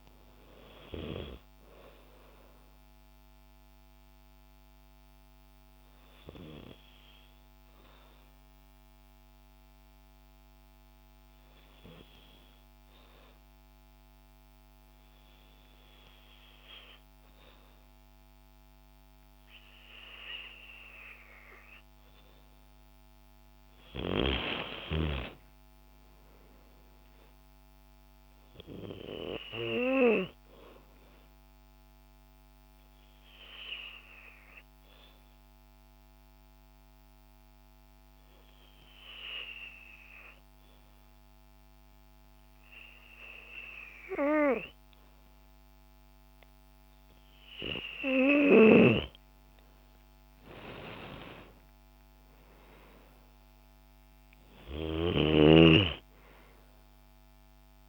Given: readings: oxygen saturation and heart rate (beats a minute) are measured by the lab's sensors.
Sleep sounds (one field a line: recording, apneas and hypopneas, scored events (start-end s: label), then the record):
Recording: breathing in sleep by a microphone on the trachea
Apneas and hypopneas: 2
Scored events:
0.00-11.50 s: oxygen desaturation (device-marked, oxygen 92% lowest, heart rate 52 extreme)
3.00-22.00 s: obstructive apnea (oxygen 98% before, 92% lowest, heart rate 83 before, 54 extreme)
23.50-26.50 s: arousal
25.50-47.50 s: oxygen desaturation (device-marked, oxygen 97% before, 93% lowest, heart rate 84 before, 59 extreme)
31.50-46.50 s: obstructive apnea (oxygen 97% before, 92% lowest, heart rate 117 before, 63 extreme, up 15 after)
50.50-54.00 s: arousal
From the record:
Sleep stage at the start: N2 (light sleep)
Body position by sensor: on the back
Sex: female